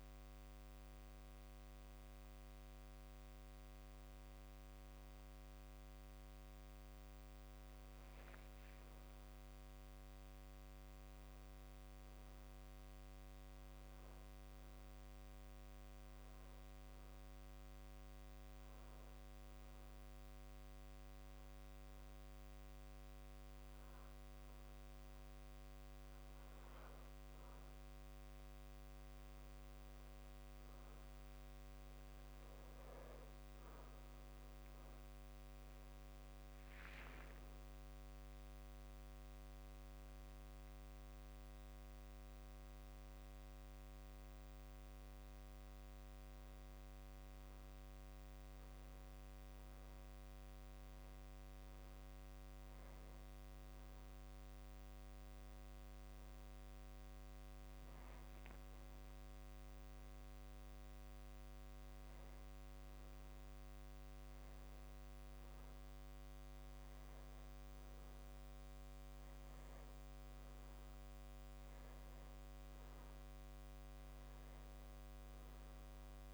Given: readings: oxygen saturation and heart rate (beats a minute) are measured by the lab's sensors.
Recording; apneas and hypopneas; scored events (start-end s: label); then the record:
breathing in sleep, hard to hear, by a microphone on the trachea; 1
0.00-1.00 s: long interval between heartbeats (device-marked, heart rate 57 extreme)
0.00-5.00 s: drop in pulse transit time (device-marked, heart rate 47 extreme)
3.00-5.00 s: long interval between heartbeats (device-marked, heart rate 54 before, 48 extreme)
10.50-12.50 s: long interval between heartbeats (device-marked, heart rate 52 before, 49 extreme)
18.50-29.00 s: obstructive apnea (oxygen 98% before, 93% lowest, heart rate 46 before, 37 extreme, up 10 after)
21.00-23.00 s: long interval between heartbeats (device-marked, heart rate 45 before, 57 extreme)
24.00-26.00 s: long interval between heartbeats (device-marked, heart rate 45 before, 47 extreme)
27.00-39.00 s: drop in pulse transit time (device-marked, heart rate 46 before, 37 extreme)
27.50-29.50 s: long interval between heartbeats (device-marked, heart rate 46 before, 37 extreme)
32.00-60.00 s: oxygen desaturation (device-marked, oxygen 98% before, 93% lowest, heart rate 43 before, 36 extreme)
33.00-35.00 s: long interval between heartbeats (device-marked, heart rate 43 before, 46 extreme)
37.00-39.00 s: long interval between heartbeats (device-marked, heart rate 44 before, 47 extreme)
43.50-45.50 s: long interval between heartbeats (device-marked, heart rate 43 before, 47 extreme)
53.00-73.00 s: drop in pulse transit time (device-marked, heart rate 50 before, 38 extreme)
56.00-58.00 s: long interval between heartbeats (device-marked, heart rate 52 before, 57 extreme)
68.00-70.00 s: long interval between heartbeats (device-marked, heart rate 54 before, 55 extreme)
74.00-76.34 s: arousal
From the record:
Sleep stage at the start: N2 (light sleep); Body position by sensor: on the back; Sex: male